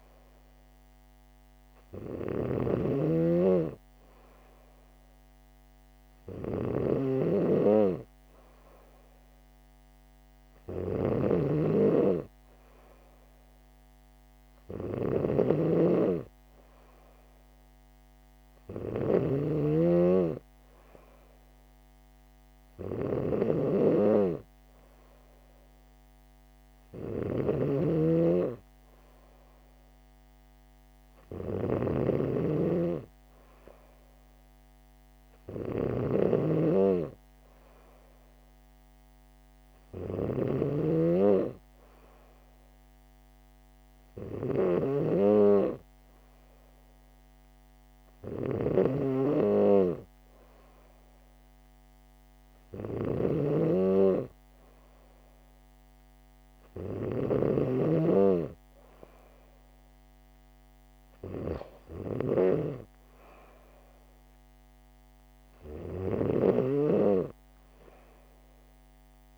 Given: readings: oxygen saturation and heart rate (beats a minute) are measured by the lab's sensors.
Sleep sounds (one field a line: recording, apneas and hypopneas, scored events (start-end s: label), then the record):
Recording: breathing in sleep by a microphone on the trachea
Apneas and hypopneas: none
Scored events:
0.00-69.38 s: snoring (device-marked)
From the record:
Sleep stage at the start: N3 (deep sleep)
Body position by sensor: on the back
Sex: female